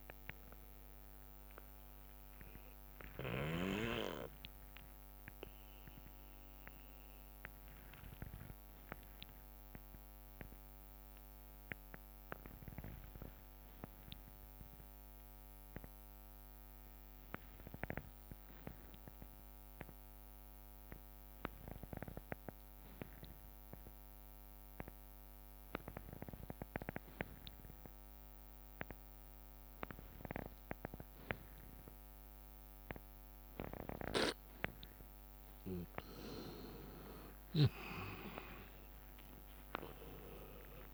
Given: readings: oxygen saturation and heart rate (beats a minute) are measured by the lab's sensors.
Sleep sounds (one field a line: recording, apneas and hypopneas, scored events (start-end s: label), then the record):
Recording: breathing in sleep by a microphone on the trachea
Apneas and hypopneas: 1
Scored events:
0.00-4.50 s: drop in pulse transit time (device-marked, heart rate 65 extreme)
0.00-13.50 s: oxygen desaturation (device-marked, oxygen 86% lowest, heart rate 53 extreme)
2.50-19.50 s: bradycardia (device-marked, heart rate 66 before, 53 extreme)
3.00-35.50 s: obstructive apnea (oxygen 99% before, 86% lowest, heart rate 84 before, 53 extreme, up 41 after)
26.50-28.50 s: bradycardia (device-marked, heart rate 66 before, 60 extreme)
30.50-34.50 s: bradycardia (device-marked, heart rate 66 before, 58 extreme)
31.50-40.94 s: oxygen desaturation (device-marked, oxygen 99% before, 87% lowest, heart rate 58 before, 54 extreme)
38.50-40.94 s: arousal
38.50-40.94 s: drop in pulse transit time (device-marked, heart rate 60 before, 56 extreme)
From the record:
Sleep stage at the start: N2 (light sleep)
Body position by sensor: on the back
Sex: male